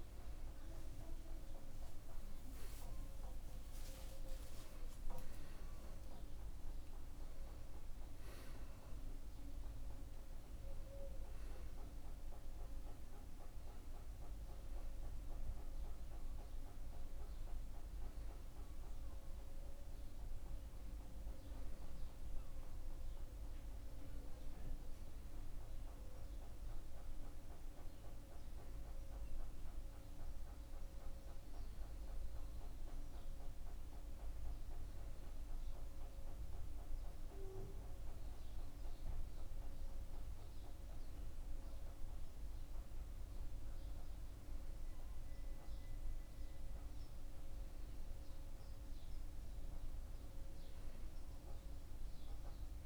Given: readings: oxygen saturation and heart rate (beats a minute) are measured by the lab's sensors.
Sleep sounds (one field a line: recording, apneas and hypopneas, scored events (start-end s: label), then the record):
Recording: breathing in sleep, hard to hear, by a room microphone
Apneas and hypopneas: none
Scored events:
none scored
From the record:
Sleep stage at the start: N1 (lightest sleep)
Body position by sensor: on the back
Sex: male